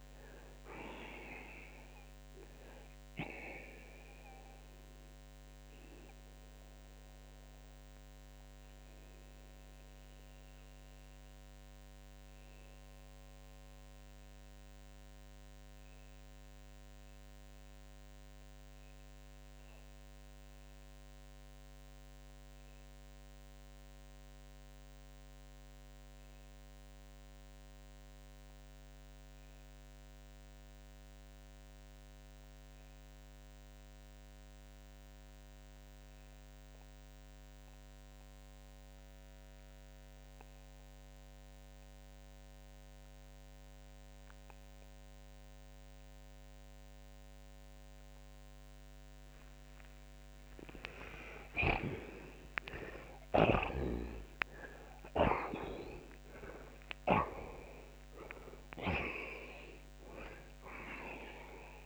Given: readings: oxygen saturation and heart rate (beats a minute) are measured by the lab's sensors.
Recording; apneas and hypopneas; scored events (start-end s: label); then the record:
breathing in sleep by a microphone on the trachea; 1
5.50-50.00 s: mixed apnea (oxygen 91% before, 76% lowest)
24.50-28.50 s: oxygen desaturation (device-marked, oxygen 93% before, 89% lowest)
33.50-43.50 s: oxygen desaturation (device-marked, oxygen 92% before, 81% lowest)
53.00-58.00 s: arousal
From the record:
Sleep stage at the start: REM sleep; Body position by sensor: on the back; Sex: male